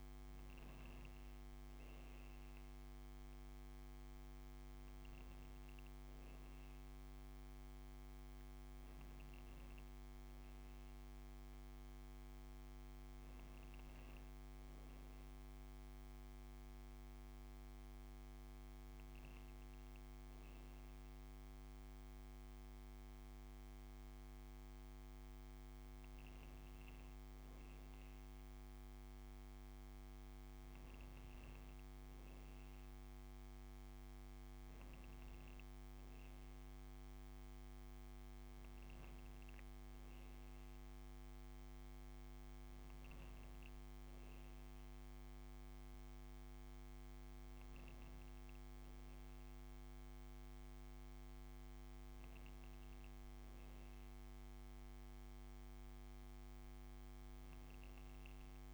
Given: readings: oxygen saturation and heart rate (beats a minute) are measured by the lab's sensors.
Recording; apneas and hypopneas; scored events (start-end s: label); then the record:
breathing in sleep, hard to hear, by a microphone on the trachea; none
none scored
From the record:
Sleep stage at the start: N2 (light sleep); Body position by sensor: upright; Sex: female